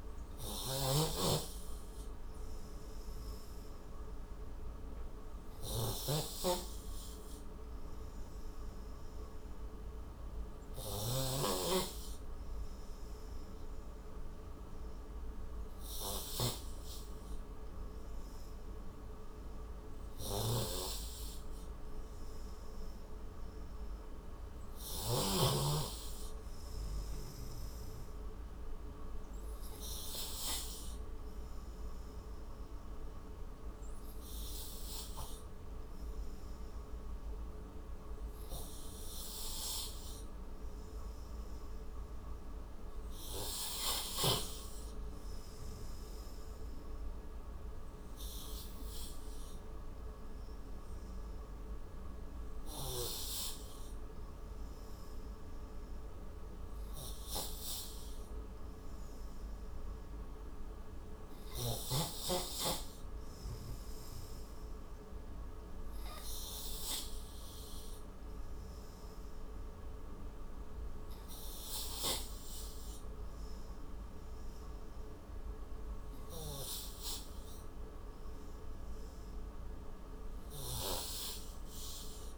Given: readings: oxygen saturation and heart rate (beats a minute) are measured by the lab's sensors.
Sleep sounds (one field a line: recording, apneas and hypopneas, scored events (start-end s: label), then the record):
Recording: breathing in sleep by a room microphone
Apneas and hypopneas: 1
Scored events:
0.00-11.50 s: snoring (device-marked)
47.50-58.50 s: hypopnea (oxygen 93% before, 90% lowest, heart rate 54 before, 58 extreme, up 16 after)
60.50-64.50 s: arousal
65.00-82.37 s: oxygen desaturation (device-marked, oxygen 94% before, 90% lowest, heart rate 72 before, 44 extreme)
From the record:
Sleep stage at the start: N3 (deep sleep)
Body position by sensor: on the right side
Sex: male